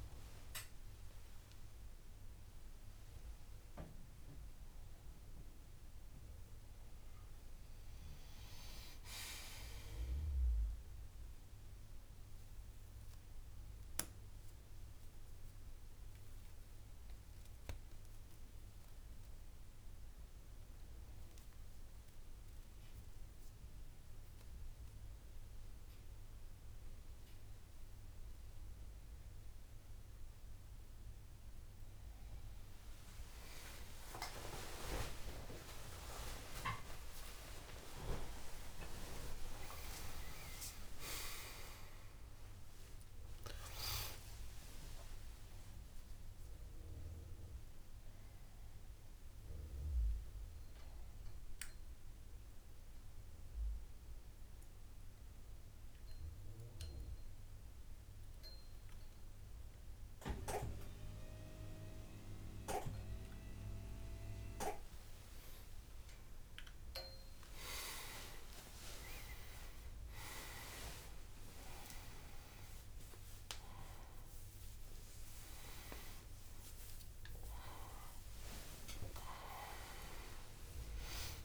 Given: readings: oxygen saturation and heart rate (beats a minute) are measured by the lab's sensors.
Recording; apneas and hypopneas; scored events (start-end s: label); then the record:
a person awake in a sleep study, by a room microphone; none
37.50-58.50 s: oxygen desaturation (device-marked, oxygen 99% before, 94% lowest, heart rate 79 before, 71 extreme)
71.50-81.45 s: new sleep stage, N1 (lightest sleep)
From the record:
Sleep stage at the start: awake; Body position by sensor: on the right side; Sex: male